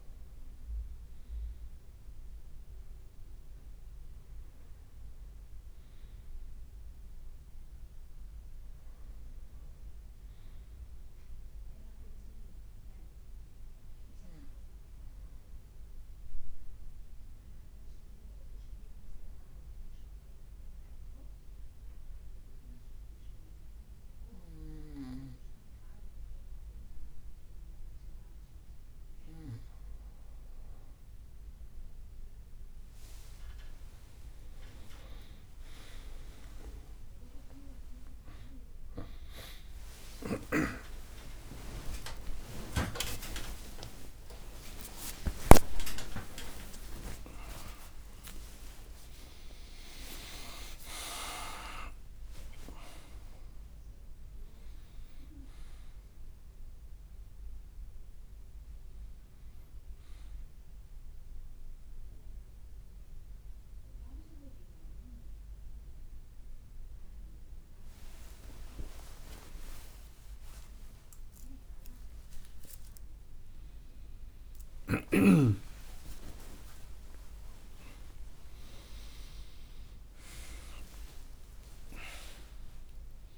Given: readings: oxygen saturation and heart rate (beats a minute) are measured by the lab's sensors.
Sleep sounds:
a person partly awake in a sleep study, by a room microphone; 1
3.00-27.00 s: oxygen desaturation (device-marked, oxygen 98% before, 94% lowest, heart rate 54 before, 53 extreme)
12.50-21.00 s: leg movement (device-marked)
18.50-30.00 s: obstructive apnea (oxygen 98% before, 94% lowest, heart rate 54 before, 53 extreme, up 6 after)
21.00-23.00 s: leg movement (device-marked)
39.00-48.00 s: tachycardia (device-marked, heart rate 60 before, 146 extreme)
43.00-45.00 s: long interval between heartbeats (device-marked, heart rate 62 before, 126 extreme)
44.00-83.38 s: new sleep stage, awake
45.00-47.00 s: long interval between heartbeats (device-marked, heart rate 70 before, 146 extreme)
49.00-51.00 s: long interval between heartbeats (device-marked, heart rate 87 before, 116 extreme)
67.00-73.00 s: leg movement (device-marked)
69.00-71.00 s: long interval between heartbeats (device-marked, heart rate 73 before, 72 extreme)
75.50-77.50 s: long interval between heartbeats (device-marked, heart rate 69 before, 76 extreme)
From the record:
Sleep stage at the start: N2 (light sleep); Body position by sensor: on the right side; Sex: male

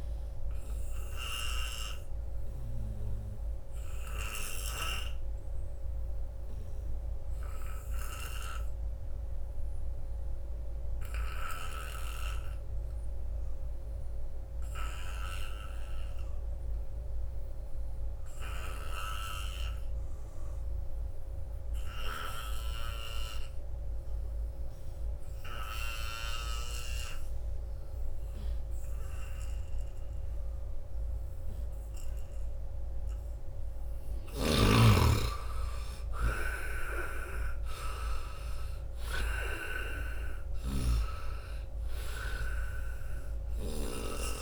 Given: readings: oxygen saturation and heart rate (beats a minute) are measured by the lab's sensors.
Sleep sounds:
breathing in sleep by a room microphone; 1
0.00-2.00 s: long interval between heartbeats (device-marked, heart rate 82 before, 97 extreme)
0.00-11.00 s: oxygen desaturation (device-marked, oxygen 82% lowest, heart rate 81 extreme)
0.50-33.00 s: obstructive apnea (oxygen 97% before, 79% lowest, heart rate 82 before, 81 extreme, up 10 after)
23.00-44.42 s: oxygen desaturation (device-marked, oxygen 98% before, 79% lowest, heart rate 86 before, 79 extreme)
34.00-36.00 s: long interval between heartbeats (device-marked, heart rate 82 before, 90 extreme)
35.00-38.50 s: arousal
40.50-44.00 s: snoring (device-marked)
From the record:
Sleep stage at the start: N2 (light sleep); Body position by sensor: on the front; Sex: male

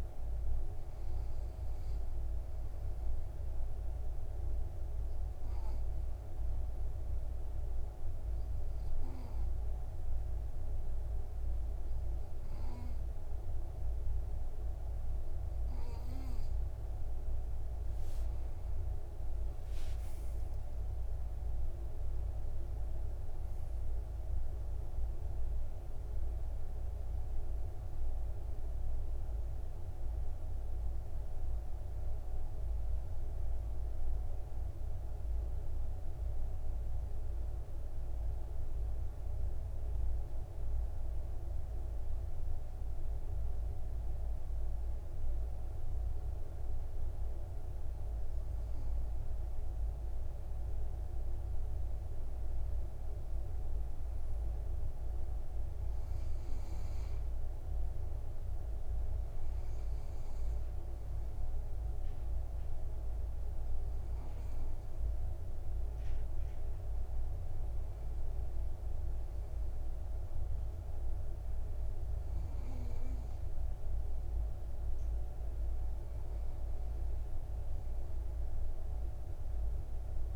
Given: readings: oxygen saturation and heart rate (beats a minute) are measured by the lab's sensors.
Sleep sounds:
breathing in sleep, hard to hear, by a room microphone; 2
0.00-15.00 s: oxygen desaturation (device-marked, oxygen 91% lowest, heart rate 53 extreme)
5.00-18.50 s: obstructive apnea (oxygen 98% before, 91% lowest, heart rate 60 before, 57 extreme, up 11 after)
19.50-23.50 s: arousal
41.00-52.00 s: obstructive apnea (oxygen 98% before, 94% lowest, heart rate 61 before, 56 extreme, up 5 after)
53.00-56.00 s: arousal
59.00-74.00 s: oxygen desaturation (device-marked, oxygen 98% before, 94% lowest, heart rate 59 before, 54 extreme)
From the record:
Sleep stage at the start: N2 (light sleep); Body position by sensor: on the back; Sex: male

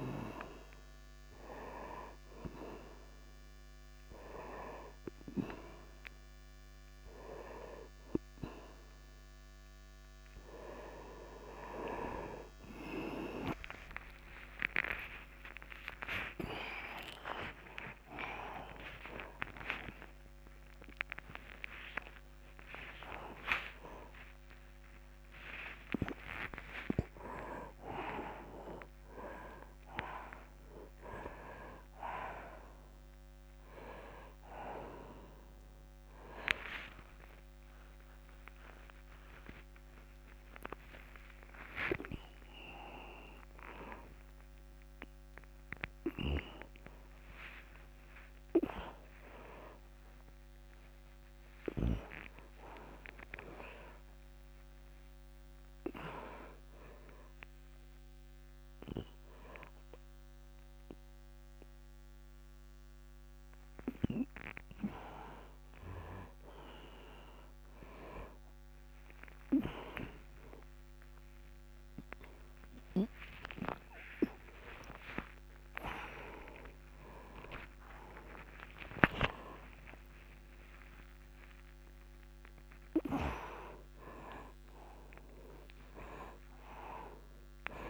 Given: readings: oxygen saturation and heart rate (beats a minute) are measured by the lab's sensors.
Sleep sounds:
a person awake in a sleep study, by a microphone on the trachea; none
0.00-15.50 s: oxygen desaturation (device-marked, oxygen 69% lowest, heart rate 44 extreme)
2.50-87.90 s: new sleep stage, awake
14.50-16.50 s: long interval between heartbeats (device-marked, heart rate 72 before, 148 extreme)
17.00-19.00 s: long interval between heartbeats (device-marked, heart rate 82 before, 168 extreme)
26.00-28.00 s: long interval between heartbeats (device-marked, heart rate 110 before, 91 extreme)
29.50-31.50 s: long interval between heartbeats (device-marked, heart rate 113 before, 104 extreme)
36.50-38.50 s: long interval between heartbeats (device-marked, heart rate 108 before, 92 extreme)
40.00-42.00 s: long interval between heartbeats (device-marked, heart rate 98 before, 114 extreme)
42.50-44.50 s: long interval between heartbeats (device-marked, heart rate 101 before, 164 extreme)
46.00-48.00 s: long interval between heartbeats (device-marked, heart rate 114 before, 209 extreme)
46.00-52.00 s: snoring (device-marked)
48.00-50.00 s: long interval between heartbeats (device-marked, heart rate 126 before, 203 extreme)
50.00-52.00 s: long interval between heartbeats (device-marked, heart rate 137 before, 194 extreme)
56.50-58.50 s: long interval between heartbeats (device-marked, heart rate 170 before, 177 extreme)
59.50-61.50 s: long interval between heartbeats (device-marked, heart rate 182 before, 188 extreme)
62.00-64.00 s: long interval between heartbeats (device-marked, heart rate 188 before, 179 extreme)
64.50-66.50 s: long interval between heartbeats (device-marked, heart rate 191 before, 168 extreme)
66.50-68.50 s: long interval between heartbeats (device-marked, heart rate 188 before, 161 extreme)
67.50-85.50 s: oxygen desaturation (device-marked, oxygen 97% before, 94% lowest, heart rate 185 before, 106 extreme)
70.00-72.00 s: long interval between heartbeats (device-marked, heart rate 182 before, 184 extreme)
74.50-76.50 s: long interval between heartbeats (device-marked, heart rate 174 before, 118 extreme)
76.50-78.50 s: long interval between heartbeats (device-marked, heart rate 168 before, 130 extreme)
78.50-80.50 s: long interval between heartbeats (device-marked, heart rate 164 before, 145 extreme)
80.50-82.50 s: long interval between heartbeats (device-marked, heart rate 160 before, 139 extreme)
83.00-85.00 s: long interval between heartbeats (device-marked, heart rate 156 before, 125 extreme)
85.50-87.50 s: long interval between heartbeats (device-marked, heart rate 149 before, 115 extreme)
From the record:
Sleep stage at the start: N2 (light sleep); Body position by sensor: on the right side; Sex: male

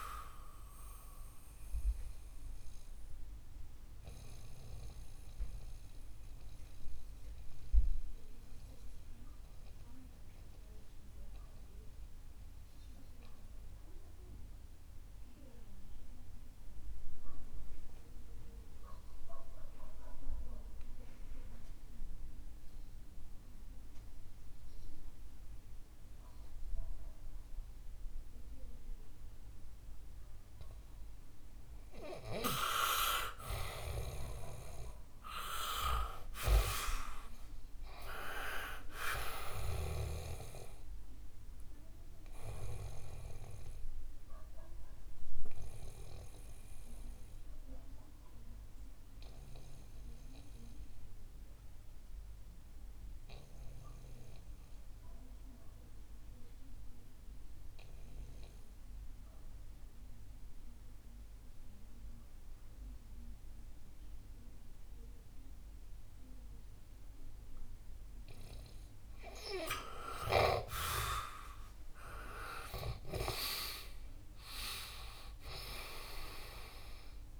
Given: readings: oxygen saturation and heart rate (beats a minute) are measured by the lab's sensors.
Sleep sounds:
breathing in sleep by a room microphone; 2
0.00-5.50 s: oxygen desaturation (device-marked, oxygen 92% lowest, heart rate 62 extreme)
1.50-32.00 s: mixed apnea (oxygen 99% before, 88% lowest, heart rate 69 before, 62 extreme, up 10 after)
19.50-26.50 s: oxygen desaturation (device-marked, oxygen 93% before, 88% lowest, heart rate 64 before, 64 extreme)
33.50-39.00 s: arousal
35.50-63.50 s: oxygen desaturation (device-marked, oxygen 99% before, 90% lowest, heart rate 67 before, 65 extreme)
43.50-69.00 s: obstructive apnea (oxygen 99% before, 90% lowest, heart rate 69 before, 64 extreme, up 9 after)
71.00-74.50 s: arousal
From the record:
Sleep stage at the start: N2 (light sleep); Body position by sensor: on the back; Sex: male

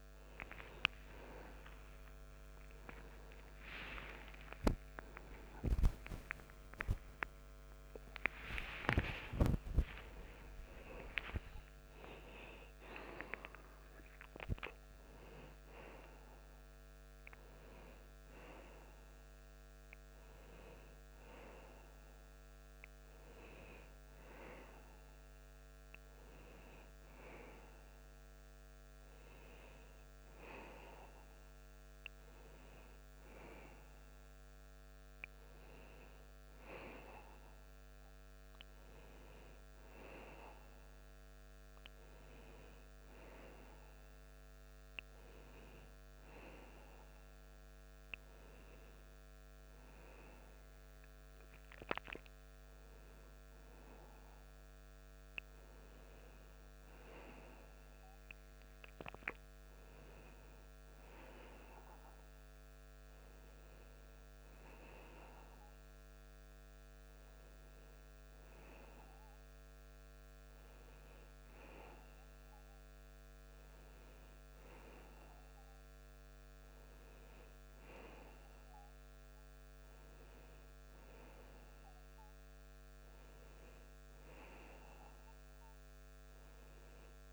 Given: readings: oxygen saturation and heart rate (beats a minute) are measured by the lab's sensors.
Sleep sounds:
a person partly awake in a sleep study, by a microphone on the trachea; none
25.00-87.33 s: new sleep stage, N1 (lightest sleep)
From the record:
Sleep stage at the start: awake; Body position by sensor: on the back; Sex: male

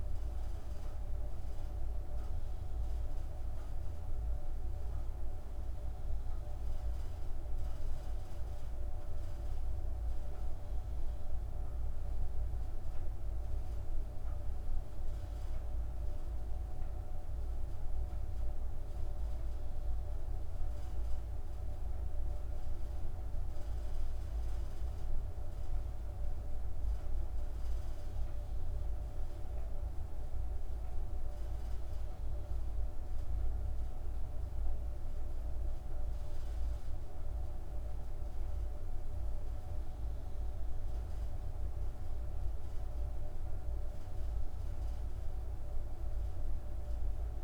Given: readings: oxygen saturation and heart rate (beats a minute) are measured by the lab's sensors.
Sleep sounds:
breathing in sleep, hard to hear, by a room microphone; none
none scored
From the record:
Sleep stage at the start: N2 (light sleep); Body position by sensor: on the back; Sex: female

